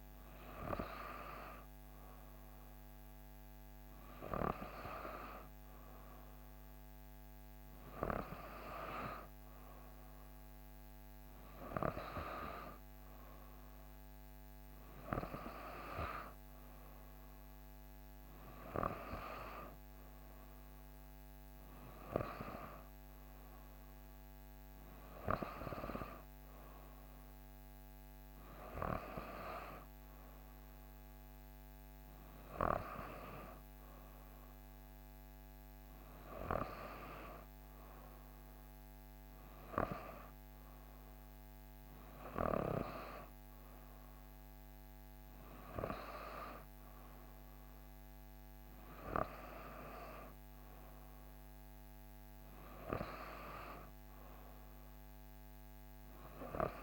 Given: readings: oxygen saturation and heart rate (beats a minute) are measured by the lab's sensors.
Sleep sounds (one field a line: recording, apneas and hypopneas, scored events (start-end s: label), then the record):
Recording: breathing in sleep by a microphone on the trachea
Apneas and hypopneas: none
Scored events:
none scored
From the record:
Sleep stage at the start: N3 (deep sleep)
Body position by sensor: on the back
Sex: female